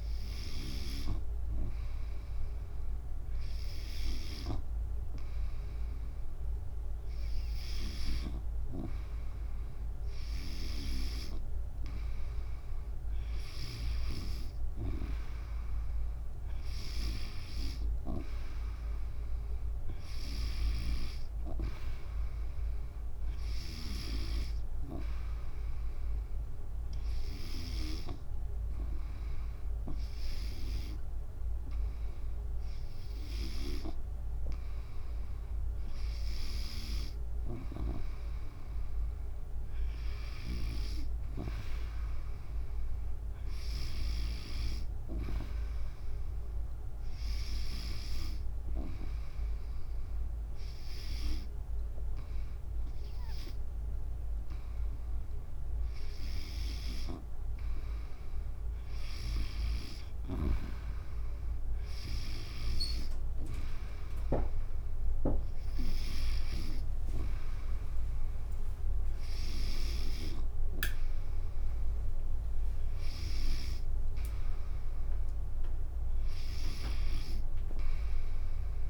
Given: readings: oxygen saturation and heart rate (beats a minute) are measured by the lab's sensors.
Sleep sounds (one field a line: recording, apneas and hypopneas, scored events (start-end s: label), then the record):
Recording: breathing in sleep by a room microphone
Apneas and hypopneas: 2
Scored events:
0.00-8.50 s: snoring (device-marked)
10.50-38.00 s: snoring (device-marked)
20.00-23.00 s: arousal
26.00-38.00 s: hypopnea (oxygen 95% before, 92% lowest, heart rate 74 before, 62 extreme, up 1 after)
40.50-43.50 s: arousal
44.00-48.00 s: snoring (device-marked)
45.00-58.00 s: oxygen desaturation (device-marked, oxygen 95% before, 92% lowest, heart rate 69 before, 73 extreme)
46.00-58.00 s: hypopnea (oxygen 95% before, 92% lowest, heart rate 69 before, 73 extreme, up 11 after)
62.00-65.50 s: arousal
62.00-70.00 s: snoring (device-marked)
76.50-78.90 s: snoring (device-marked)
From the record:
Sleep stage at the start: N2 (light sleep)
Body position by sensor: on the back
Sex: female